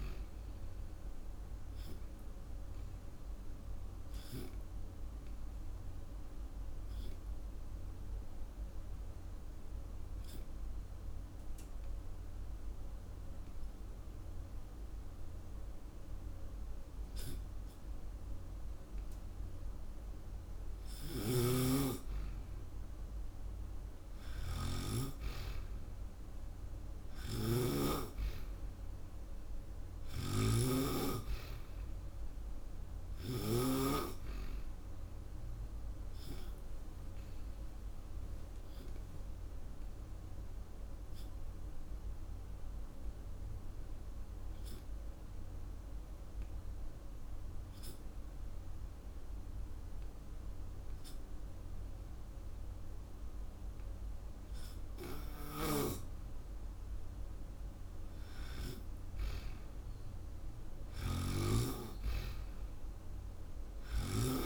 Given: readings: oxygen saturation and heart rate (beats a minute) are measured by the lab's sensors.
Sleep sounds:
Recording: breathing in sleep by a room microphone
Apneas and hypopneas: 2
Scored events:
3.50-19.50 s: obstructive apnea (oxygen 95% before, 90% lowest)
6.00-23.00 s: oxygen desaturation (device-marked, oxygen 95% before, 91% lowest)
20.50-33.50 s: snoring (device-marked)
21.00-26.00 s: arousal
36.00-56.50 s: obstructive apnea (oxygen 97% before, 90% lowest)
41.00-61.00 s: oxygen desaturation (device-marked, oxygen 96% before, 90% lowest)
58.50-62.50 s: arousal
60.50-64.46 s: snoring (device-marked)
From the record:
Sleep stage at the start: N2 (light sleep)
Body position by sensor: on the back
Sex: female

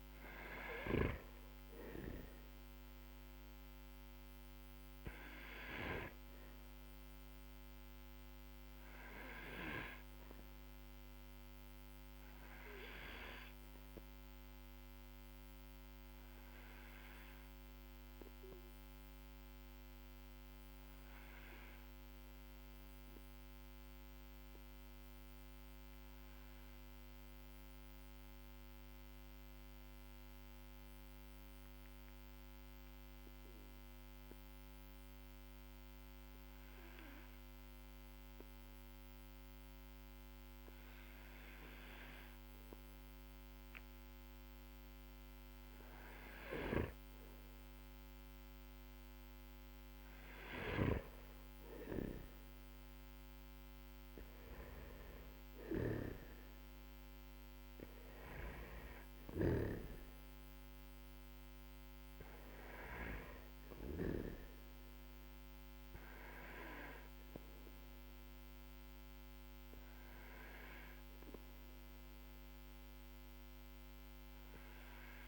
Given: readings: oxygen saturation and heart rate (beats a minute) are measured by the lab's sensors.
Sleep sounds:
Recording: breathing in sleep by a microphone on the trachea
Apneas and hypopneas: 1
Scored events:
12.50-16.50 s: arousal
20.00-44.00 s: obstructive apnea (oxygen 97% before, 94% lowest, heart rate 48 before, 44 extreme, up 9 after)
47.50-54.50 s: oxygen desaturation (device-marked, oxygen 98% before, 96% lowest, heart rate 51 before, 40 extreme)
49.00-54.00 s: arousal
49.50-63.50 s: snoring (device-marked)
From the record:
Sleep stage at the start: N1 (lightest sleep)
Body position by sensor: on the right side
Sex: male

